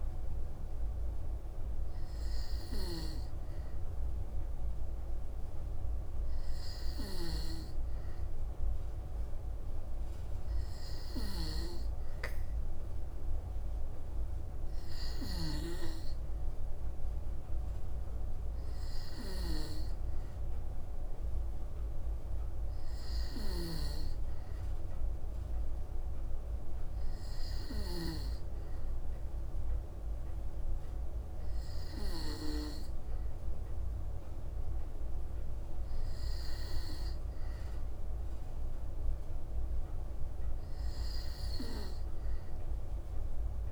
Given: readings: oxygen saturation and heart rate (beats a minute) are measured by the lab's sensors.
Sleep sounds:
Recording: breathing in sleep by a room microphone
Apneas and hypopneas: none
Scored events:
none scored
From the record:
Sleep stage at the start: N2 (light sleep)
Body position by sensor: on the back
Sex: female

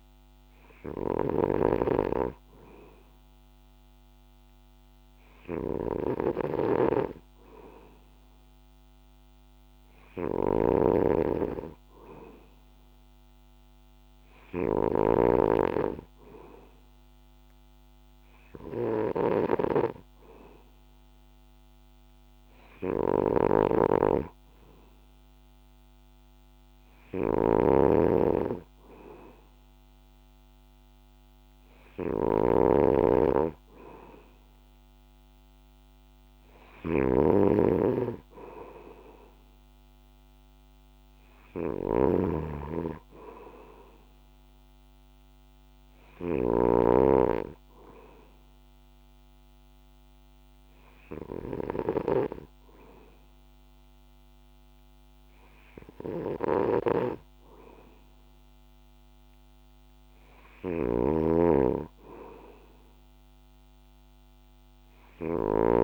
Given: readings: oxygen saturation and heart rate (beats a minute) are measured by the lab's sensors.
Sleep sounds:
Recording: breathing in sleep by a microphone on the trachea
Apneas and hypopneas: none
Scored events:
0.00-65.84 s: snoring (device-marked)
From the record:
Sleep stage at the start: N2 (light sleep)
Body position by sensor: on the back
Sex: male

